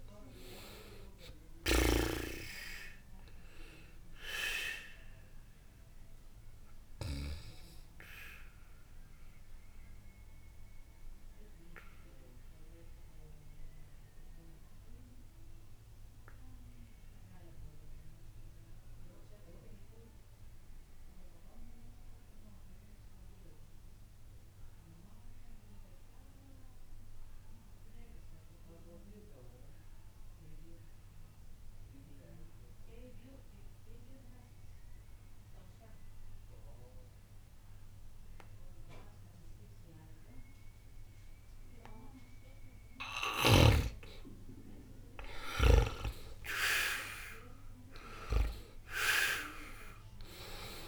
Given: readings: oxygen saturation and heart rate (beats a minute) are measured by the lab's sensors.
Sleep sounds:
breathing in sleep by a room microphone; 1
0.00-24.50 s: oxygen desaturation (device-marked, oxygen 82% lowest, heart rate 60 extreme)
7.00-43.00 s: obstructive apnea (oxygen 98% before, 78% lowest, heart rate 60 before, 60 extreme, up 0 after)
44.50-50.88 s: oxygen desaturation (device-marked, oxygen 97% before, 78% lowest, heart rate 60 before, 60 extreme)
45.50-50.50 s: arousal
From the record:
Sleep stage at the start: N2 (light sleep); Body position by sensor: on the back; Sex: male

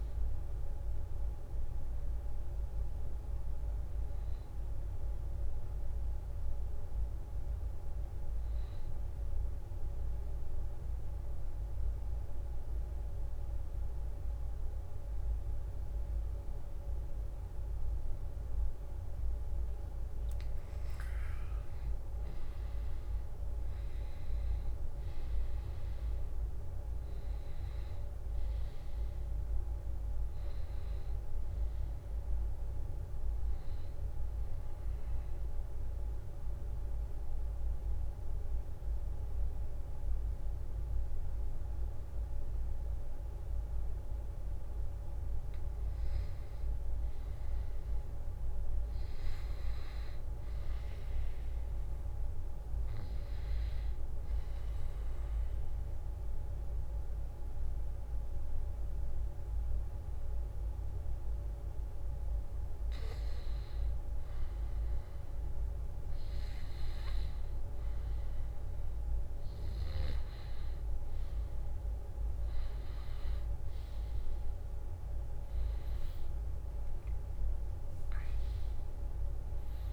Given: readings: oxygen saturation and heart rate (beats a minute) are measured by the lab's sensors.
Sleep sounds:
breathing in sleep, hard to hear, by a room microphone; 3
2.50-6.50 s: arousal
10.00-20.00 s: obstructive apnea (oxygen 96% before, 89% lowest, heart rate 79 before, 75 extreme)
24.00-28.00 s: arousal
30.00-38.00 s: oxygen desaturation (device-marked, oxygen 98% before, 90% lowest, heart rate 78 before, 75 extreme)
34.00-45.00 s: central apnea (oxygen 98% before, 89% lowest, heart rate 78 before, 75 extreme, up 0 after)
47.00-50.50 s: arousal
49.00-67.00 s: oxygen desaturation (device-marked, oxygen 97% before, 89% lowest, heart rate 79 before, 75 extreme)
54.00-64.00 s: mixed apnea (oxygen 98% before, 86% lowest, heart rate 79 before, 78 extreme, up 2 after)
74.00-78.00 s: arousal
75.00-78.00 s: oxygen desaturation (device-marked, oxygen 95% before, 90% lowest, heart rate 78 before, 80 extreme)
From the record:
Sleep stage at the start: N2 (light sleep); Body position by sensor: on the back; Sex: male

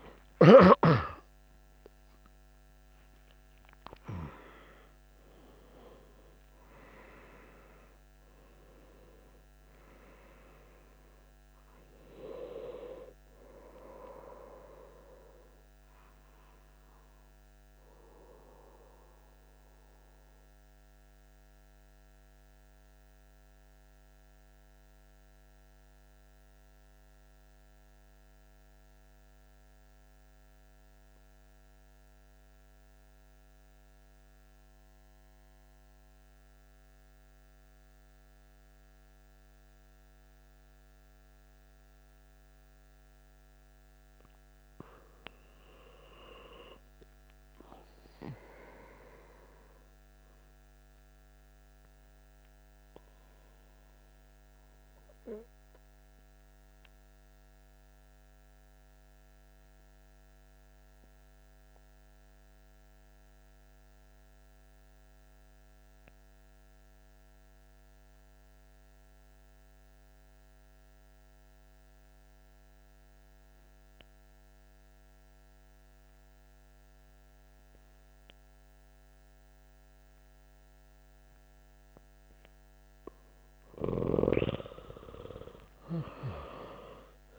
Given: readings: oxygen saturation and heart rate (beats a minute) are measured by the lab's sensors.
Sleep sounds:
breathing in sleep by a microphone on the trachea; 2
0.00-21.00 s: oxygen desaturation (device-marked, oxygen 89% lowest)
18.00-42.50 s: obstructive apnea (oxygen 94% before, 89% lowest)
44.00-48.00 s: arousal
49.00-67.00 s: oxygen desaturation (device-marked, oxygen 98% before, 94% lowest)
53.50-81.50 s: obstructive apnea (oxygen 98% before, 89% lowest)
80.00-87.39 s: oxygen desaturation (device-marked, oxygen 96% before, 89% lowest)
84.50-87.39 s: arousal
From the record:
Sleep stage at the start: N2 (light sleep); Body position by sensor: on the back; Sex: male

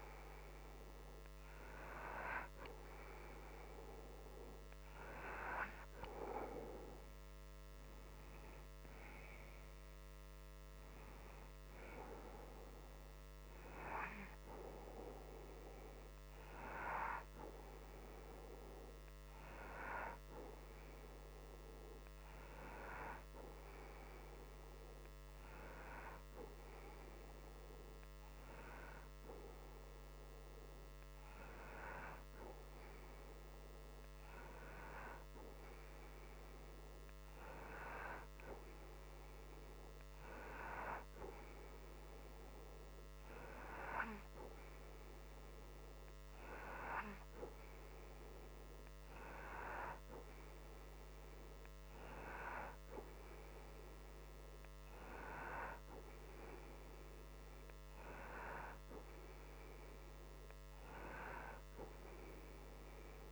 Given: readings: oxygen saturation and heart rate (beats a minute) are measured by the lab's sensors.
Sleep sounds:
breathing in sleep by a microphone on the trachea; none
none scored
From the record:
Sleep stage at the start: N2 (light sleep); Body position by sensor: on the right side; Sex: male

